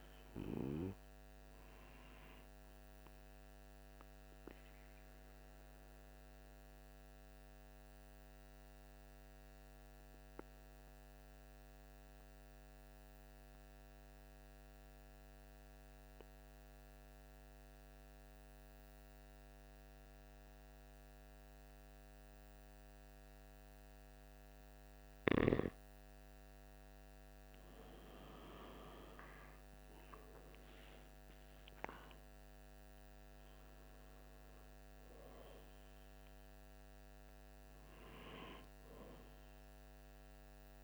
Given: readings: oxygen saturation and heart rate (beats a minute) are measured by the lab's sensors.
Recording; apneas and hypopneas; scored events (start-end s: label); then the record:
breathing in sleep by a microphone on the trachea; 1
0.00-12.00 s: oxygen desaturation (device-marked, oxygen 92% lowest, heart rate 44 extreme)
3.50-24.50 s: central apnea (oxygen 97% before, 92% lowest, heart rate 48 before, 44 extreme, up 4 after)
26.00-30.50 s: arousal
From the record:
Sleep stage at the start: N2 (light sleep); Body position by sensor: on the right side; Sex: male